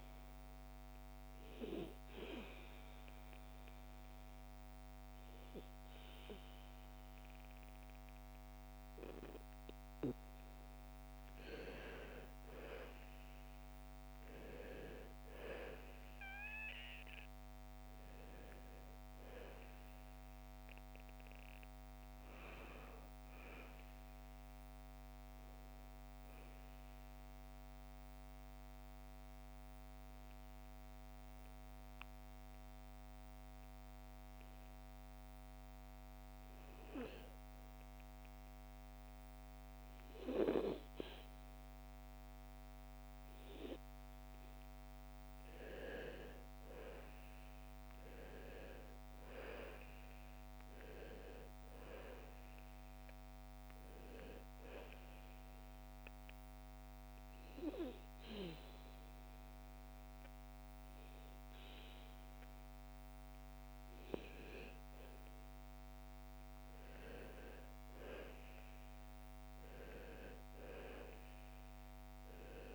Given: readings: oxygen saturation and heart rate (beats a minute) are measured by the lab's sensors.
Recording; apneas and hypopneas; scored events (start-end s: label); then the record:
breathing in sleep by a microphone on the trachea; 3
0.00-8.50 s: oxygen desaturation (device-marked, oxygen 90% lowest, heart rate 57 extreme)
2.00-12.00 s: obstructive apnea (oxygen 98% before, 90% lowest, heart rate 59 before, 56 extreme, up 1 after)
14.50-20.00 s: arousal
19.50-29.50 s: oxygen desaturation (device-marked, oxygen 97% before, 91% lowest, heart rate 60 before, 55 extreme)
27.00-43.50 s: hypopnea (oxygen 98% before, 90% lowest, heart rate 59 before, 55 extreme, up 8 after)
45.00-49.00 s: arousal
45.50-64.50 s: oxygen desaturation (device-marked, oxygen 97% before, 90% lowest, heart rate 57 before, 57 extreme)
54.00-64.00 s: obstructive apnea (oxygen 97% before, 88% lowest, heart rate 57 before, 57 extreme, up 5 after)
66.00-70.00 s: arousal
From the record:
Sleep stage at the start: N2 (light sleep); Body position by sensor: on the back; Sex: female